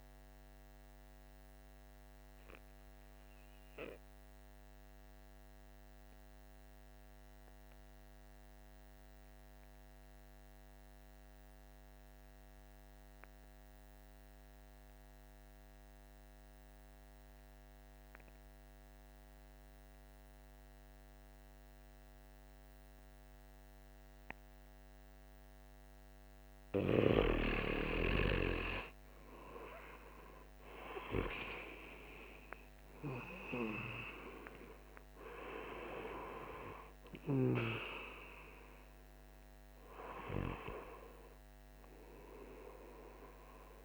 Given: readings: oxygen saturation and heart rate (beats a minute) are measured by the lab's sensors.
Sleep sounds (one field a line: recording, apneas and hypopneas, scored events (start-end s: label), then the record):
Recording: breathing in sleep by a microphone on the trachea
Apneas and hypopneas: 1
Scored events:
0.00-6.50 s: oxygen desaturation (device-marked, oxygen 85% lowest, heart rate 48 extreme)
2.00-25.50 s: obstructive apnea (oxygen 96% before, 82% lowest, heart rate 55 before, 49 extreme, up 14 after)
20.50-43.85 s: oxygen desaturation (device-marked, oxygen 99% before, 82% lowest, heart rate 49 before, 48 extreme)
27.50-30.00 s: arousal
From the record:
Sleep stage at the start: N2 (light sleep)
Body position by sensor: on the back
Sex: male